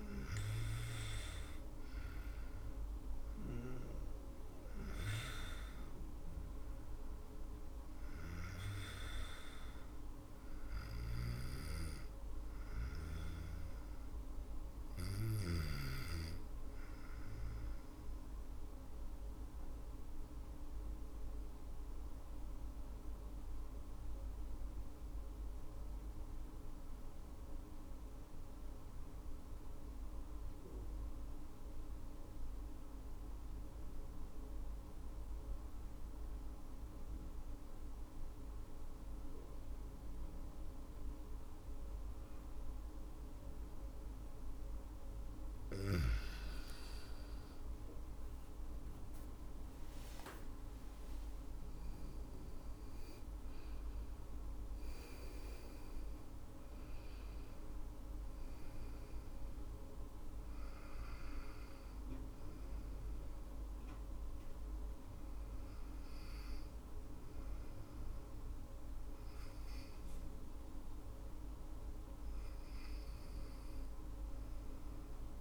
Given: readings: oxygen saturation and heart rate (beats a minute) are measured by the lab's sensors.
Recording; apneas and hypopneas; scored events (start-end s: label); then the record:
breathing in sleep by a room microphone; 1
0.00-14.00 s: oxygen desaturation (device-marked, oxygen 98% before, 94% lowest, heart rate 72 before, 64 extreme)
17.00-44.50 s: obstructive apnea (oxygen 99% before, 93% lowest, heart rate 74 before, 56 extreme, up 14 after)
35.00-72.00 s: oxygen desaturation (device-marked, oxygen 98% before, 93% lowest, heart rate 68 before, 56 extreme)
45.50-49.50 s: arousal
49.00-61.00 s: drop in pulse transit time (device-marked, heart rate 72 before, 64 extreme)
72.50-75.41 s: arousal
From the record:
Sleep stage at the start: N2 (light sleep); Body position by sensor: on the back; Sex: female